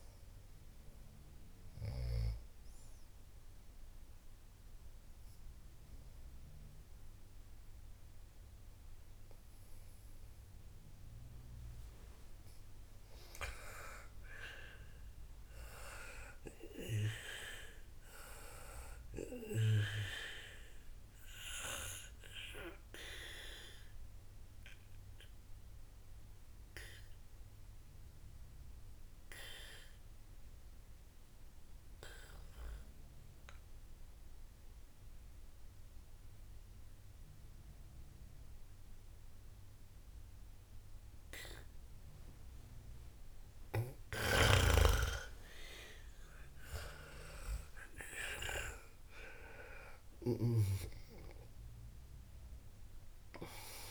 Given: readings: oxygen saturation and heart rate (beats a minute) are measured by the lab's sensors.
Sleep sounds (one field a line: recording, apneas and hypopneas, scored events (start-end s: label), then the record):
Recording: breathing in sleep by a room microphone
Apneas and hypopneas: 2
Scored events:
0.00-11.50 s: oxygen desaturation (device-marked, oxygen 93% lowest, heart rate 59 extreme)
3.00-13.50 s: obstructive apnea (oxygen 98% before, 92% lowest, heart rate 78 before, 59 extreme, up 19 after)
15.50-18.50 s: arousal
21.50-43.50 s: obstructive apnea (oxygen 98% before, 92% lowest, heart rate 69 before, 58 extreme, up 48 after)
45.50-48.00 s: arousal
46.50-53.91 s: oxygen desaturation (device-marked, oxygen 98% before, 92% lowest, heart rate 65 before, 57 extreme)
From the record:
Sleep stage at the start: N2 (light sleep)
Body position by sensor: on the back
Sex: female